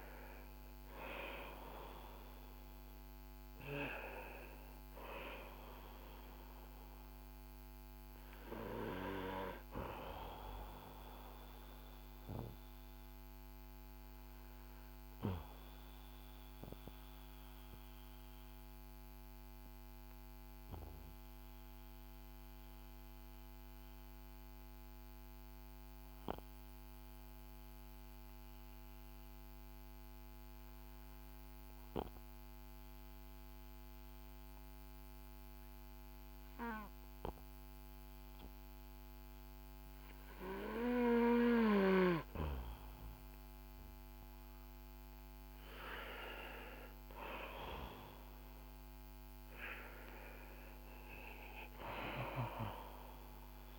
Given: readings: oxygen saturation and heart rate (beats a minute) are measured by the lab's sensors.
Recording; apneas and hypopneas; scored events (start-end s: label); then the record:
breathing in sleep by a microphone on the trachea; 1
0.00-4.50 s: arousal
10.00-44.00 s: obstructive apnea (oxygen 97% before, 91% lowest, heart rate 57 before, 48 extreme, up 3 after)
20.50-29.50 s: oxygen desaturation (device-marked, oxygen 95% before, 91% lowest, heart rate 57 before, 51 extreme)
46.50-51.00 s: arousal
From the record:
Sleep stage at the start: N2 (light sleep); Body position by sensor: on the back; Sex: male